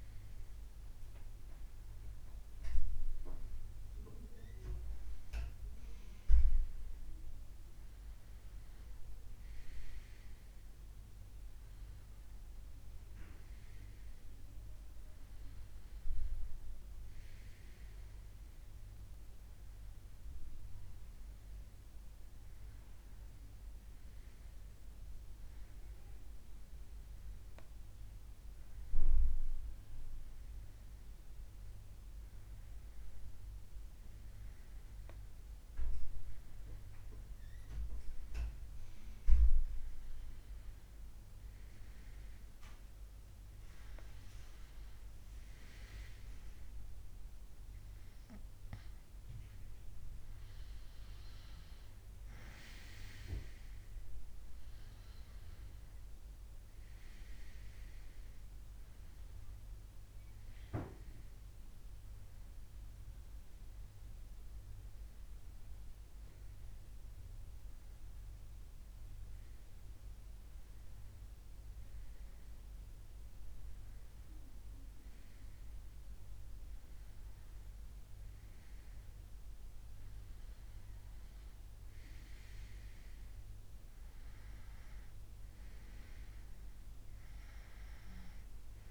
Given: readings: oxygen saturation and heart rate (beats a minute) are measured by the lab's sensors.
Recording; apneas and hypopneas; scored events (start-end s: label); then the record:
breathing in sleep by a room microphone; none
none scored
From the record:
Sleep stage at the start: N2 (light sleep); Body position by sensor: on the right side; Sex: male